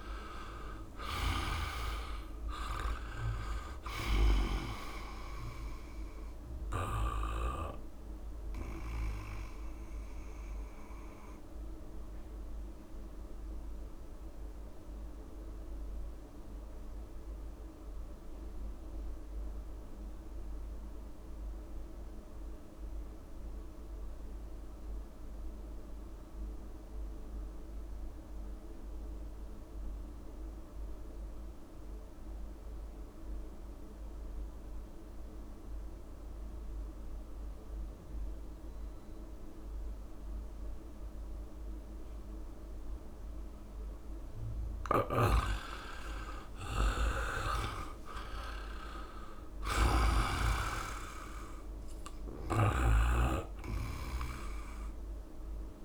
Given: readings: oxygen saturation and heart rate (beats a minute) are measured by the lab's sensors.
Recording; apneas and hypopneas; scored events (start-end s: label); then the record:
breathing in sleep by a room microphone; 1
0.00-25.50 s: oxygen desaturation (device-marked, oxygen 74% lowest, heart rate 63 extreme)
9.00-45.50 s: obstructive apnea (oxygen 96% before, 74% lowest, heart rate 67 before, 55 extreme, up 5 after)
24.50-55.85 s: new sleep stage, N2 (light sleep)
41.50-55.85 s: oxygen desaturation (device-marked, oxygen 98% before, 79% lowest, heart rate 67 before, 54 extreme)
45.00-50.00 s: snoring (device-marked)
46.00-48.00 s: long interval between heartbeats (device-marked, heart rate 68 before, 73 extreme)
47.50-51.00 s: arousal
48.00-50.00 s: long interval between heartbeats (device-marked, heart rate 68 before, 65 extreme)
From the record:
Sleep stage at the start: REM sleep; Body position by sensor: on the back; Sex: male